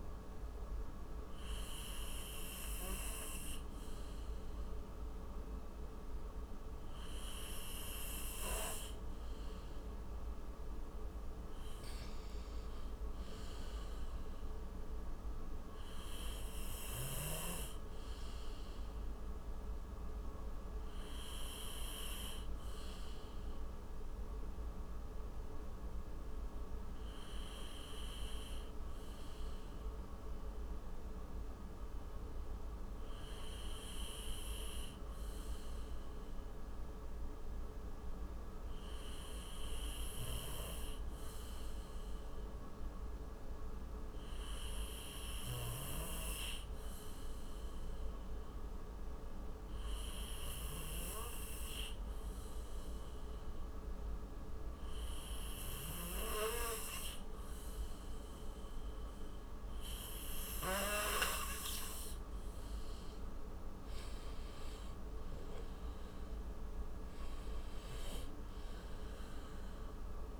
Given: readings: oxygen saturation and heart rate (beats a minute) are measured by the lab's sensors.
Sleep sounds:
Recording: breathing in sleep by a room microphone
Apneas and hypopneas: 1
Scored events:
19.50-60.50 s: obstructive apnea (oxygen 95% before, 89% lowest, heart rate 65 before, 54 extreme, up 22 after)
61.50-70.39 s: oxygen desaturation (device-marked, oxygen 93% before, 89% lowest, heart rate 66 before, 54 extreme)
64.00-66.50 s: arousal
From the record:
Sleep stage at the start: N2 (light sleep)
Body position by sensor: on the right side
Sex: male

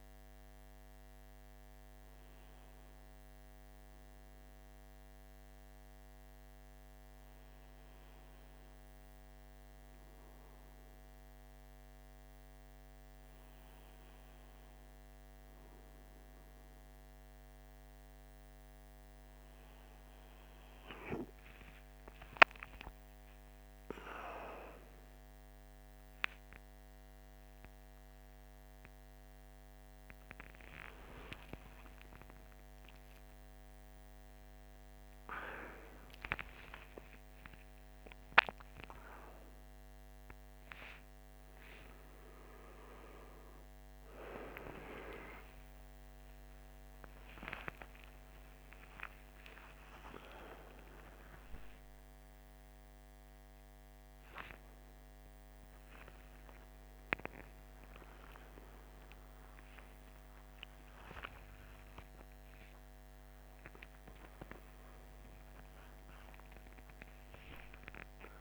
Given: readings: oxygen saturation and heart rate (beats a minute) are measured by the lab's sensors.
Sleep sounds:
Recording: a person awake in a sleep study, by a microphone on the trachea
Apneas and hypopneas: none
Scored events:
none scored
From the record:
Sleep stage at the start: awake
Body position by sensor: on the right side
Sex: male

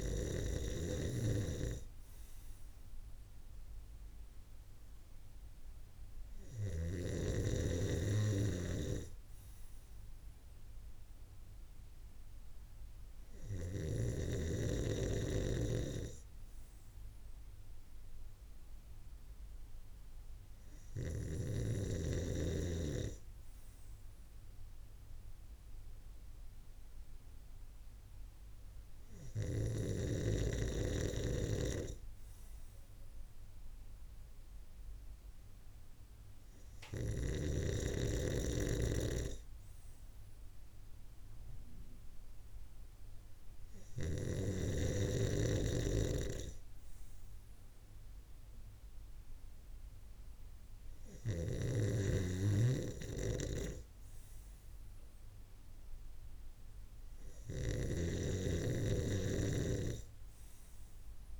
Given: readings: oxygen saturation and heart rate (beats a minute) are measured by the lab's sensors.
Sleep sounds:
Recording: breathing in sleep by a room microphone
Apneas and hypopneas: none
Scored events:
none scored
From the record:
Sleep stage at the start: N2 (light sleep)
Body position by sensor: on the right side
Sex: male

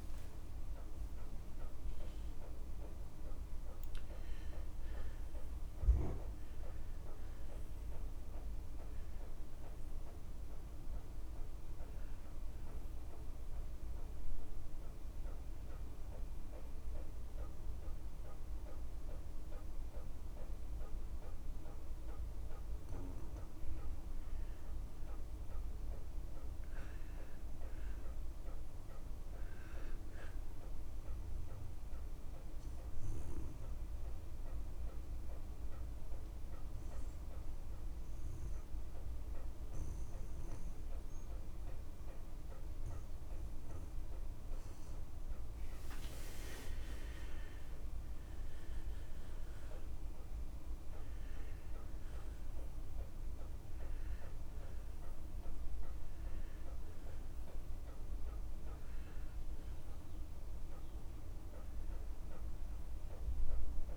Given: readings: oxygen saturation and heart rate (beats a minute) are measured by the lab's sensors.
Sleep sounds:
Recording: breathing in sleep, hard to hear, by a room microphone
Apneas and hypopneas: 2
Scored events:
0.00-18.50 s: oxygen desaturation (device-marked, oxygen 88% lowest)
8.50-63.97 s: new sleep stage, N2 (light sleep)
15.00-25.00 s: obstructive apnea (oxygen 94% before, 90% lowest)
27.00-30.00 s: arousal
36.00-46.50 s: obstructive apnea (oxygen 98% before, 92% lowest)
40.50-55.50 s: oxygen desaturation (device-marked, oxygen 97% before, 94% lowest)
48.00-52.00 s: arousal
From the record:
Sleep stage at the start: N1 (lightest sleep)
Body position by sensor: on the back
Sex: male

